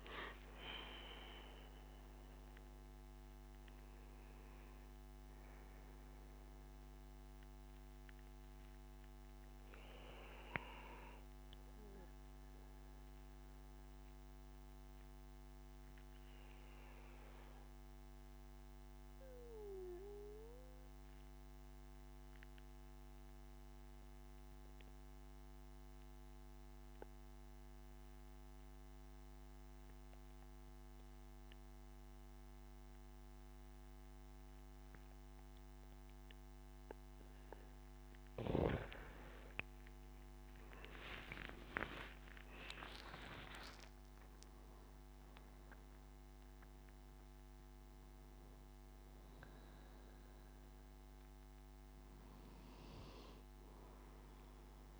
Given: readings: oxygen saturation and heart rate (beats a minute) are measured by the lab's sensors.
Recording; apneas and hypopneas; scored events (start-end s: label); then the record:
breathing in sleep by a microphone on the trachea; 1
0.00-16.00 s: oxygen desaturation (device-marked, oxygen 90% lowest, heart rate 66 extreme)
6.00-35.50 s: obstructive apnea (oxygen 97% before, 91% lowest, heart rate 85 before, 62 extreme, up 13 after)
36.00-55.00 s: oxygen desaturation (device-marked, oxygen 99% before, 93% lowest, heart rate 70 before, 62 extreme)
37.00-41.50 s: arousal
From the record:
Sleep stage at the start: N2 (light sleep); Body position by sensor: on the back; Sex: male